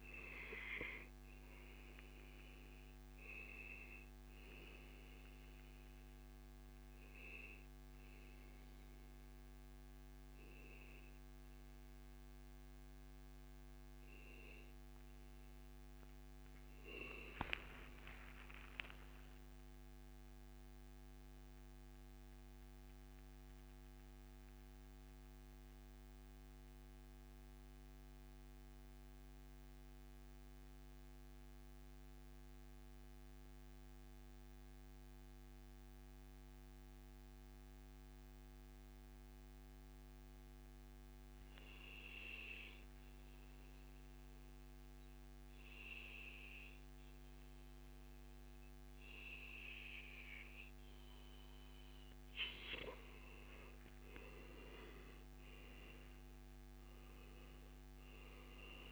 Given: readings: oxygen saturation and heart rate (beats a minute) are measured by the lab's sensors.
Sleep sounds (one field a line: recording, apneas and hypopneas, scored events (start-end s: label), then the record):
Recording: breathing in sleep by a microphone on the trachea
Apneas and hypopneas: 1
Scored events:
0.50-9.50 s: oxygen desaturation (device-marked, oxygen 96% before, 92% lowest, heart rate 138 before, 93 extreme)
6.00-8.00 s: long interval between heartbeats (device-marked, heart rate 142 before, 125 extreme)
16.00-19.50 s: arousal
21.50-51.00 s: mixed apnea (oxygen 97% before, 92% lowest, heart rate 120 before, 83 extreme, up 58 after)
43.00-45.00 s: long interval between heartbeats (device-marked, heart rate 104 before, 120 extreme)
45.50-56.50 s: oxygen desaturation (device-marked, oxygen 98% before, 95% lowest, heart rate 103 before, 106 extreme)
47.50-49.50 s: long interval between heartbeats (device-marked, heart rate 103 before, 83 extreme)
55.00-58.92 s: arousal
From the record:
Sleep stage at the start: N2 (light sleep)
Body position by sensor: on the back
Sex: male